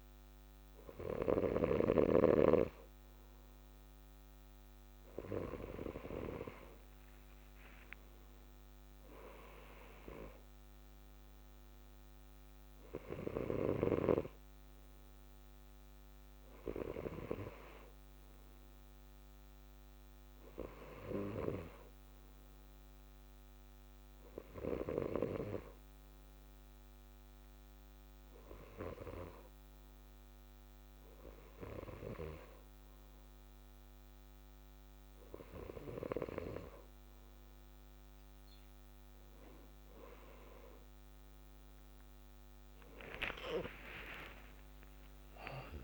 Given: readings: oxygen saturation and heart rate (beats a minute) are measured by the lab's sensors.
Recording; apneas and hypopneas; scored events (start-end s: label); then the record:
breathing in sleep by a microphone on the trachea; none
0.00-1.50 s: snoring (device-marked)
From the record:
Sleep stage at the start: N2 (light sleep); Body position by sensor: on the left side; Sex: male